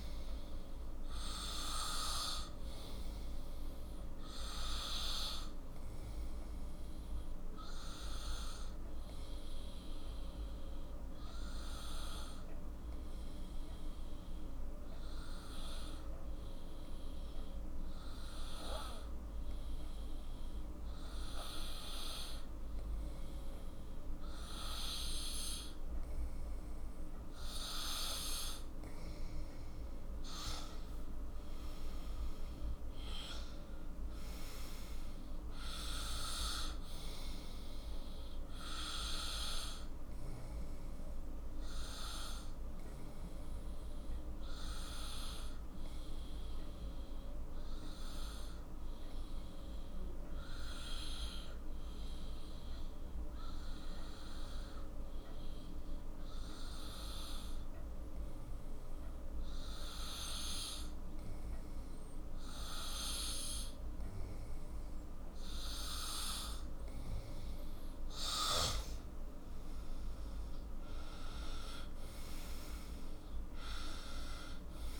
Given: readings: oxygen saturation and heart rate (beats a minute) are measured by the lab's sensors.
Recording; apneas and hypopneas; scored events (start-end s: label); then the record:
breathing in sleep by a room microphone; 2
6.00-27.00 s: obstructive apnea (oxygen 97% before, 93% lowest, heart rate 54 before, 47 extreme, up 10 after)
28.50-32.50 s: arousal
40.50-65.50 s: obstructive apnea (oxygen 96% before, 93% lowest, heart rate 55 before, 43 extreme, up 8 after)
67.00-71.00 s: arousal
From the record:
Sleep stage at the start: N2 (light sleep); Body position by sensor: on the right side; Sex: male